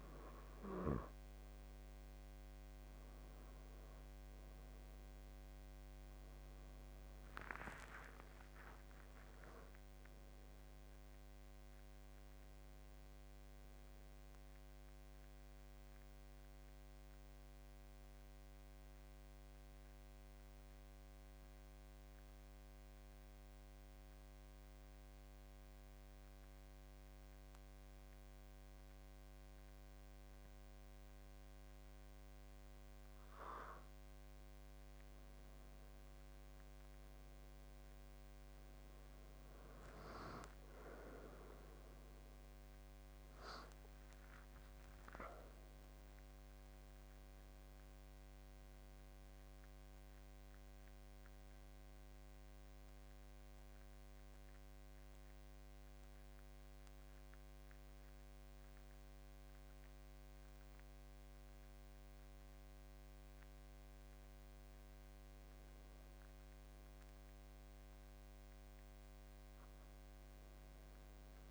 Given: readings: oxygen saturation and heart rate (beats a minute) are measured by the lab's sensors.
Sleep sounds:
breathing in sleep by a microphone on the trachea; 2
4.50-27.50 s: oxygen desaturation (device-marked, oxygen 93% before, 89% lowest, heart rate 80 before, 71 extreme)
5.00-11.00 s: arousal
18.50-35.00 s: mixed apnea (oxygen 93% before, 88% lowest, heart rate 84 before, 69 extreme, up 14 after)
39.00-44.00 s: arousal
41.50-53.50 s: oxygen desaturation (device-marked, oxygen 96% before, 88% lowest, heart rate 77 before, 66 extreme)
53.50-64.00 s: central apnea (oxygen 96% before, 88% lowest, heart rate 86 before, 66 extreme, up 16 after)
69.50-71.50 s: arousal
From the record:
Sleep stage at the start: N2 (light sleep); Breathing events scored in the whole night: 244 in 4.7 hours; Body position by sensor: on the back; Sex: male

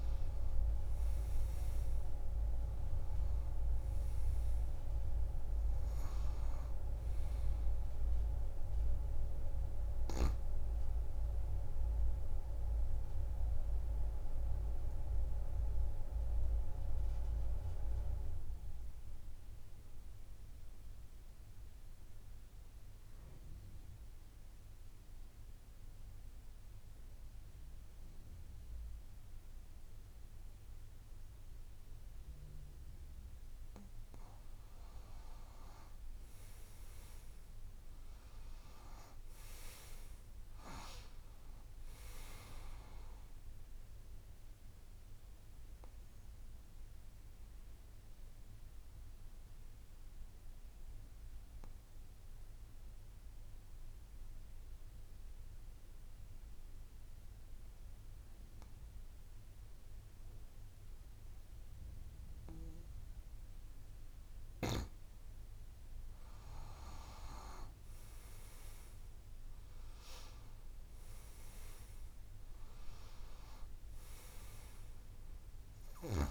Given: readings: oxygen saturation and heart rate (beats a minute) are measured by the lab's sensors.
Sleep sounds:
breathing in sleep by a room microphone; 2
0.00-24.50 s: oxygen desaturation (device-marked, oxygen 84% lowest)
13.50-32.50 s: obstructive apnea (oxygen 96% before, 84% lowest)
34.50-59.50 s: oxygen desaturation (device-marked, oxygen 98% before, 87% lowest)
36.00-39.50 s: arousal
45.00-63.50 s: obstructive apnea (oxygen 98% before, 87% lowest)
68.50-72.00 s: arousal
69.50-76.31 s: oxygen desaturation (device-marked, oxygen 97% before, 88% lowest)
From the record:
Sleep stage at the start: N2 (light sleep); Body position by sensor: on the back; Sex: female

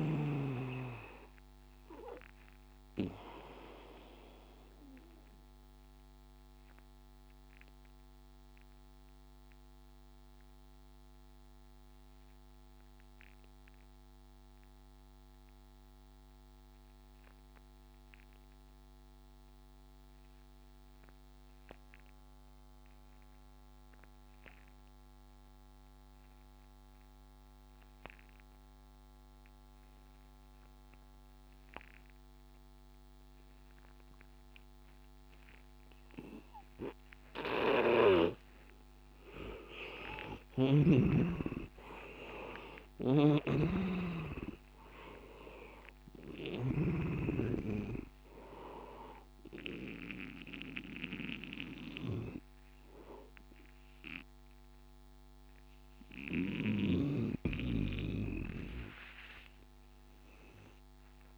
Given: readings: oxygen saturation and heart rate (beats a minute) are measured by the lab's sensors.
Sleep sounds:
breathing in sleep by a microphone on the trachea; 1
0.00-19.50 s: oxygen desaturation (device-marked, oxygen 83% lowest, heart rate 71 extreme)
4.00-39.50 s: obstructive apnea (oxygen 97% before, 80% lowest, heart rate 85 before, 71 extreme, up 15 after)
28.50-61.38 s: oxygen desaturation (device-marked, oxygen 99% before, 80% lowest, heart rate 77 before, 75 extreme)
40.00-44.00 s: arousal
43.00-47.00 s: snoring (device-marked)
From the record:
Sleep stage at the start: N2 (light sleep); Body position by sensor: on the back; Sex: male

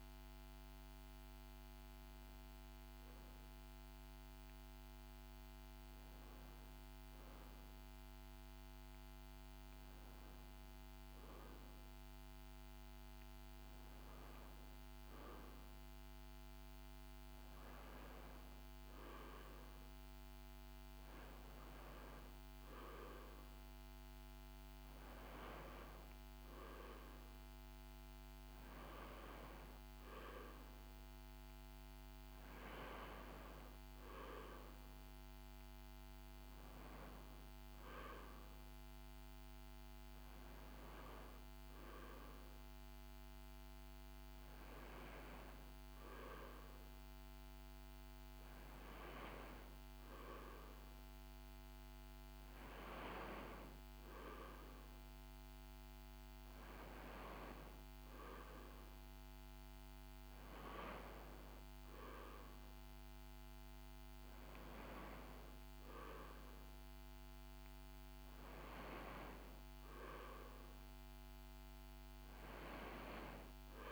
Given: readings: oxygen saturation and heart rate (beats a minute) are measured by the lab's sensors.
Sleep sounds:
breathing in sleep by a microphone on the trachea; none
none scored
From the record:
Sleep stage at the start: N2 (light sleep); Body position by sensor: on the right side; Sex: female

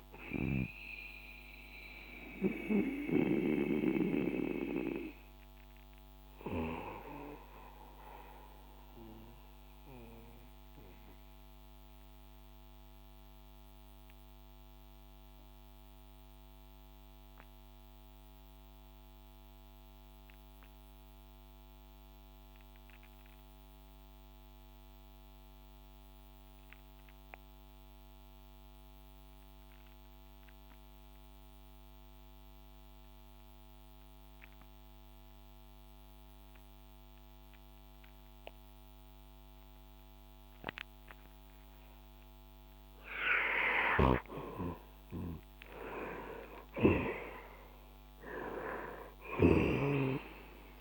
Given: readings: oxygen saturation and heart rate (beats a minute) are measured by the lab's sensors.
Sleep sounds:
breathing in sleep by a microphone on the trachea; 1
0.00-21.00 s: oxygen desaturation (device-marked, oxygen 78% lowest, heart rate 57 extreme)
2.00-41.50 s: mixed apnea (oxygen 96% before, 78% lowest, heart rate 68 before, 59 extreme, up 14 after)
40.00-50.81 s: oxygen desaturation (device-marked, oxygen 98% before, 83% lowest, heart rate 63 before, 61 extreme)
43.50-48.00 s: arousal
43.50-49.50 s: snoring (device-marked)
From the record:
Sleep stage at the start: REM sleep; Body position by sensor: on the back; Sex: male

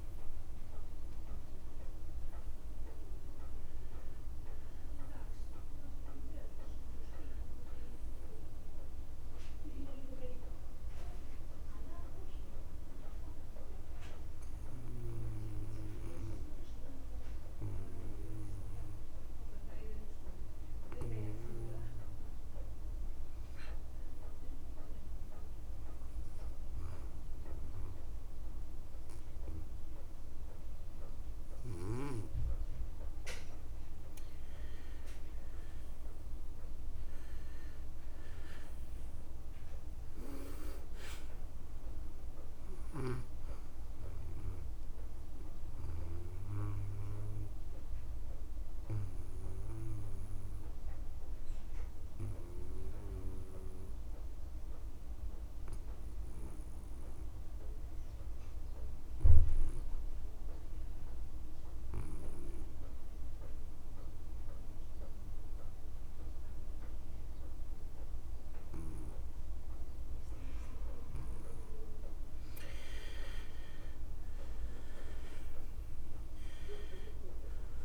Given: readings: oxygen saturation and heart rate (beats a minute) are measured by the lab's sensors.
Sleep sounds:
breathing in sleep by a room microphone; 2
0.00-22.50 s: oxygen desaturation (device-marked, oxygen 78% lowest)
10.00-22.50 s: obstructive apnea (oxygen 96% before, 78% lowest)
25.00-28.50 s: arousal
37.50-62.50 s: oxygen desaturation (device-marked, oxygen 99% before, 90% lowest)
46.50-71.00 s: obstructive apnea (oxygen 99% before, 81% lowest)
68.50-77.84 s: oxygen desaturation (device-marked, oxygen 97% before, 81% lowest)
74.00-77.50 s: arousal
From the record:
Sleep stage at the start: N2 (light sleep); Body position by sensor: on the back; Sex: male

